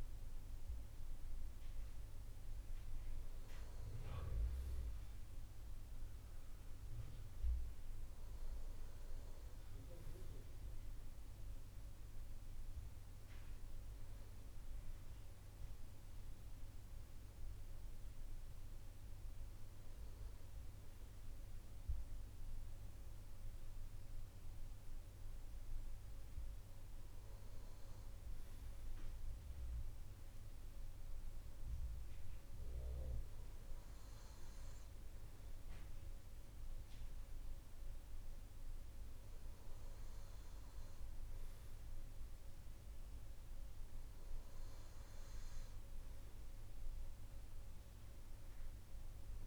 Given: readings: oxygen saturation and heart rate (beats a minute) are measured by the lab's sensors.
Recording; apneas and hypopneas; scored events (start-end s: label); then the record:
breathing in sleep, hard to hear, by a room microphone; none
none scored
From the record:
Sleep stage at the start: N2 (light sleep); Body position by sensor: on the right side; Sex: male